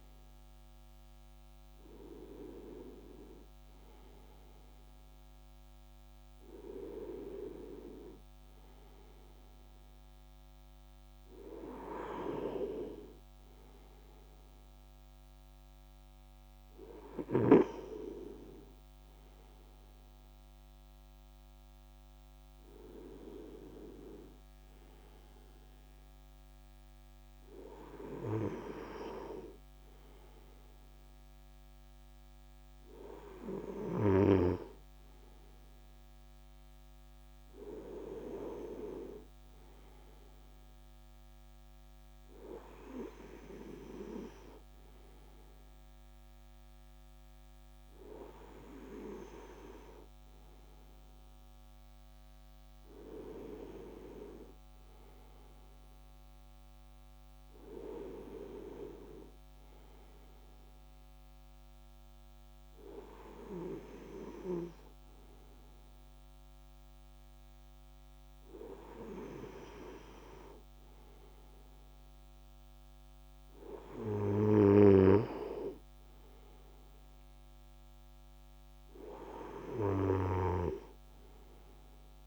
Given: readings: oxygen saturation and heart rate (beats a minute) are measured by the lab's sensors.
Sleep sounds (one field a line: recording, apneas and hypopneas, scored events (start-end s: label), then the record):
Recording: breathing in sleep by a microphone on the trachea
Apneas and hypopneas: none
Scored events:
none scored
From the record:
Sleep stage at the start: REM sleep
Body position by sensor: on the right side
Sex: male